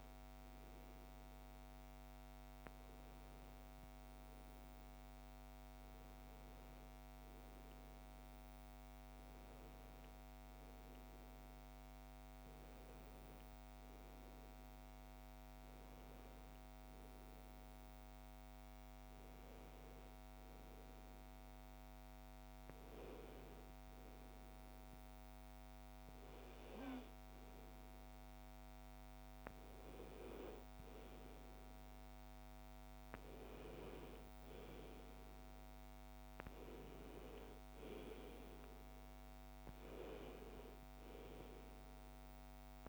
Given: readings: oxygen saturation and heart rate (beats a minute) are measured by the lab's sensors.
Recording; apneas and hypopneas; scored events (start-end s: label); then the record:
a person awake in a sleep study, by a microphone on the trachea; none
22.50-42.88 s: new sleep stage, N1 (lightest sleep)
From the record:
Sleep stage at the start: awake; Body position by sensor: on the back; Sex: female